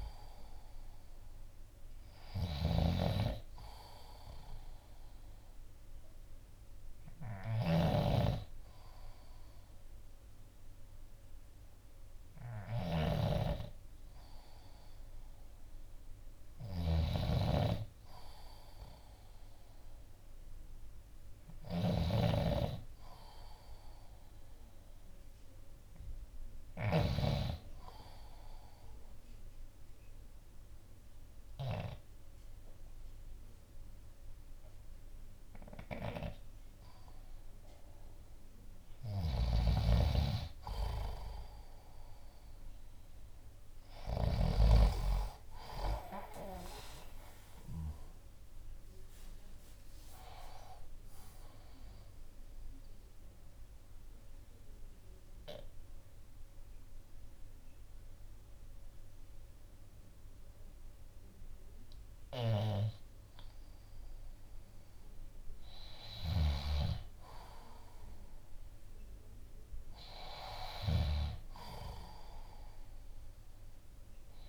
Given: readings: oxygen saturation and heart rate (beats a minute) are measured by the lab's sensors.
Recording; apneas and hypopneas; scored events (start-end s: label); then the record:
breathing in sleep by a room microphone; 2
0.00-2.00 s: arousal
0.00-27.00 s: snoring (device-marked)
28.00-38.00 s: obstructive apnea (oxygen 95% before, 91% lowest, heart rate 58 before, 54 extreme, up 4 after)
39.00-44.50 s: snoring (device-marked)
42.50-48.00 s: arousal
45.50-57.50 s: drop in pulse transit time (device-marked, heart rate 59 before, 56 extreme)
52.00-65.00 s: obstructive apnea (oxygen 95% before, 91% lowest, heart rate 61 before, 54 extreme, up 9 after)
66.00-74.49 s: snoring (device-marked)
67.50-70.00 s: arousal
From the record:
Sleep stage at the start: N2 (light sleep); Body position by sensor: on the left side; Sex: male